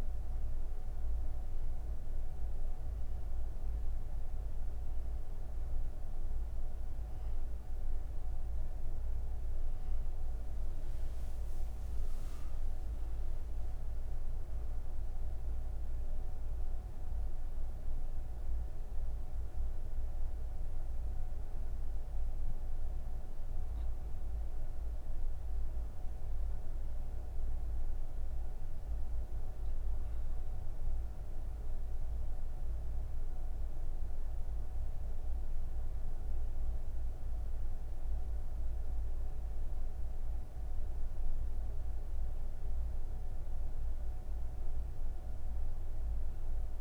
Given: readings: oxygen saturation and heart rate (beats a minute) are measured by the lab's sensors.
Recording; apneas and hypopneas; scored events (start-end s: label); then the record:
breathing in sleep, hard to hear, by a room microphone; none
10.50-46.81 s: new sleep stage, N3 (deep sleep)
From the record:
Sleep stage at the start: N2 (light sleep); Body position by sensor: on the right side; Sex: female